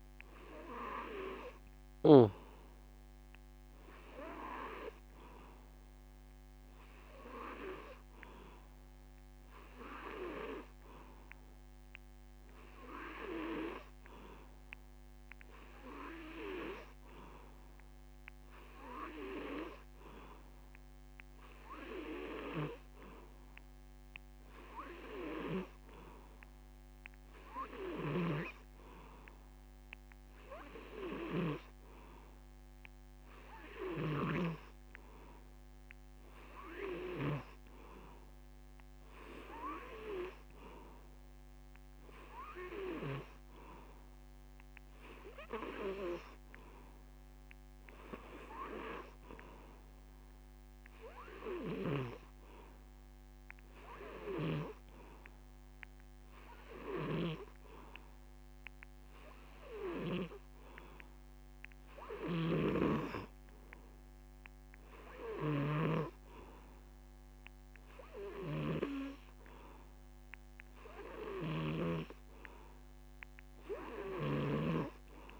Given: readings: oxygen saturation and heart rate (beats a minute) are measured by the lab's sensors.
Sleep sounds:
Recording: breathing in sleep by a microphone on the trachea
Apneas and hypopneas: none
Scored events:
none scored
From the record:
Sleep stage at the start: N2 (light sleep)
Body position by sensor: on the back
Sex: male

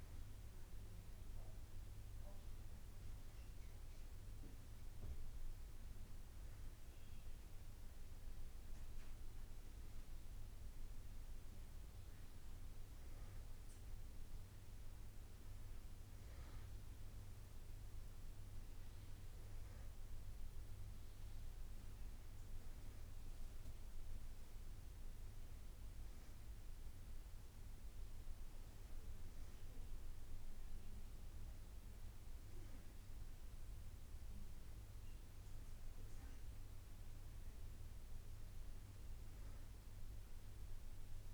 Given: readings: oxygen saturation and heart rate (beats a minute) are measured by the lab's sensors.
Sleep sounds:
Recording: breathing in sleep, hard to hear, by a room microphone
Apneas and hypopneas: none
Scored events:
none scored
From the record:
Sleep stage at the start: N2 (light sleep)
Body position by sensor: on the back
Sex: female

